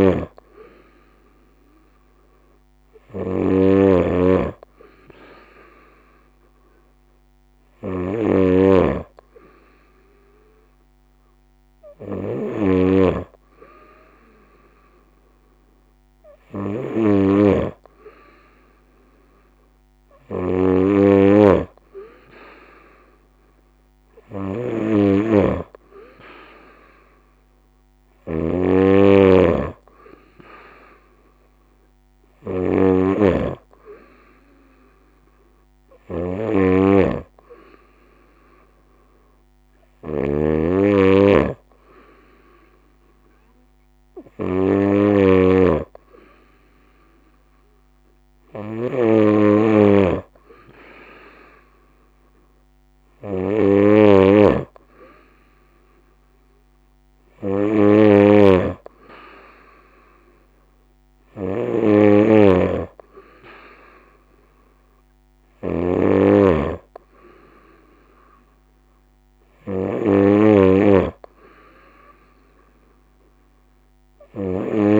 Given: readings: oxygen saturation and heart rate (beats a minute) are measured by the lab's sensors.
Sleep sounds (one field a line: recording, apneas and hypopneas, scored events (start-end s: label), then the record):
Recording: breathing in sleep by a microphone on the trachea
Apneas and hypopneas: none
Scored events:
0.00-75.00 s: snoring (device-marked)
From the record:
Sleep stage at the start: N2 (light sleep)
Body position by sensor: on the right side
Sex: female